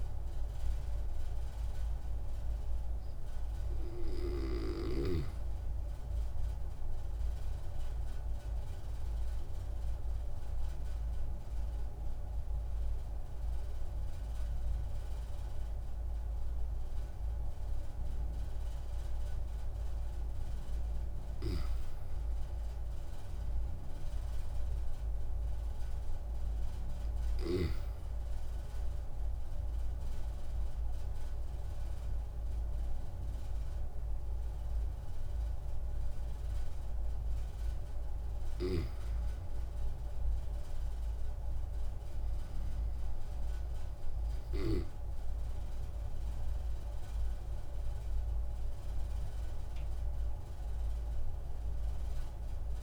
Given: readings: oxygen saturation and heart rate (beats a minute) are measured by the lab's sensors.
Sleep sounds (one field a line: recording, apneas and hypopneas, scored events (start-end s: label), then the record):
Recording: breathing in sleep by a room microphone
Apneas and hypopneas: 1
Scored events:
1.50-5.00 s: arousal
8.50-20.50 s: obstructive apnea (oxygen 97% before, 94% lowest)
23.00-27.00 s: arousal
From the record:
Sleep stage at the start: N2 (light sleep)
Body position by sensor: on the back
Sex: male